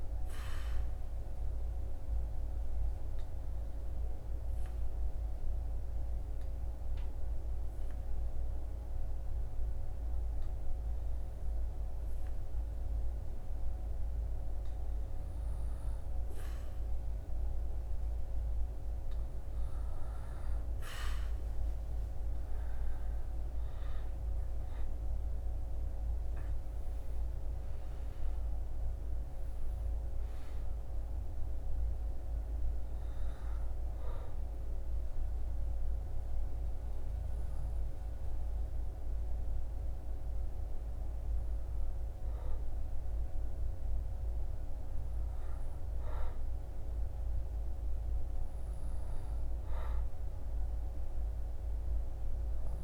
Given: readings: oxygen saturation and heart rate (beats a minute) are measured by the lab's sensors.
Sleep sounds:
breathing in sleep, hard to hear, by a room microphone; 2
1.00-17.50 s: obstructive apnea (oxygen 98% before, 95% lowest, heart rate 72 before, 64 extreme, up 10 after)
20.50-24.50 s: arousal
33.00-44.00 s: hypopnea (oxygen 98% before, 95% lowest, heart rate 72 before, 64 extreme, up 7 after)
46.00-50.50 s: arousal
From the record:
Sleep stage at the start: N2 (light sleep); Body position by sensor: on the back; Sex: male

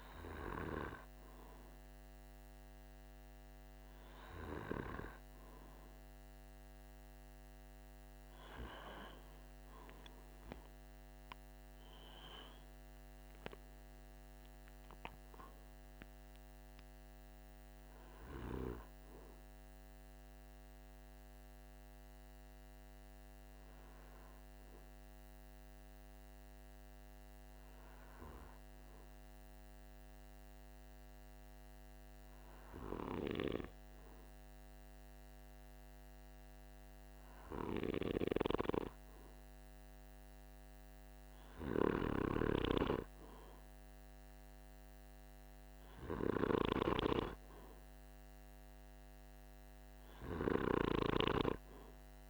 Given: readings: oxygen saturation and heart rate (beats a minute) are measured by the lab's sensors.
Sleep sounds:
breathing in sleep by a microphone on the trachea; 1
9.50-14.00 s: arousal
20.50-38.50 s: hypopnea (oxygen 96% before, 95% lowest, heart rate 50 before, 45 extreme, up 3 after)
41.00-44.50 s: arousal
From the record:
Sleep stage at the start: N2 (light sleep); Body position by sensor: on the back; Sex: male

